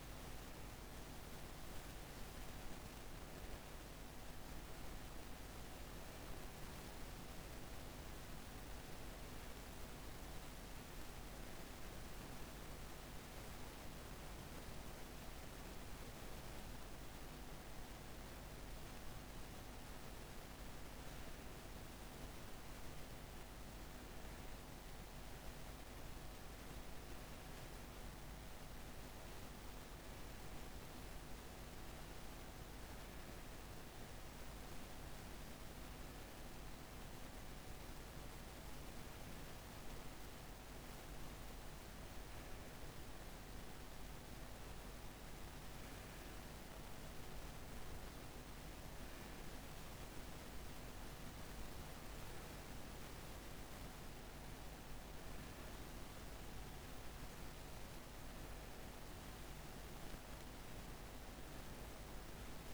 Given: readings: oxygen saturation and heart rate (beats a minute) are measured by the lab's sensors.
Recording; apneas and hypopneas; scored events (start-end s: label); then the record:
breathing in sleep, hard to hear, by a microphone on the trachea; none
none scored
From the record:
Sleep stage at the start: N1 (lightest sleep); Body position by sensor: on the right side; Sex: female